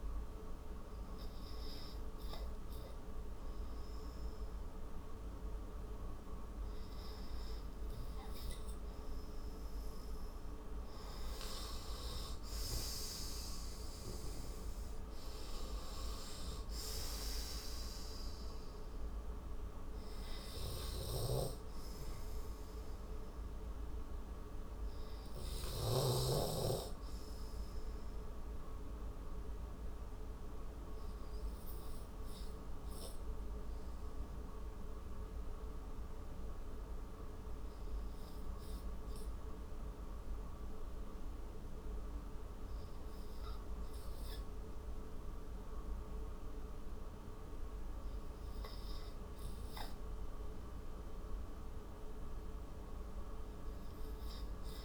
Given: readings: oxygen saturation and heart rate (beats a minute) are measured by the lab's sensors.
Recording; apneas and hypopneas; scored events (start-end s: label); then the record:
breathing in sleep, hard to hear, by a room microphone; 1
2.00-21.00 s: oxygen desaturation (device-marked, oxygen 96% before, 91% lowest)
23.50-27.00 s: arousal
30.00-46.00 s: obstructive apnea (oxygen 96% before, 89% lowest, heart rate 47 before, 31 extreme, up 9 after)
50.00-54.85 s: arousal
From the record:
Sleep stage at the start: N2 (light sleep); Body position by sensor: on the right side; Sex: male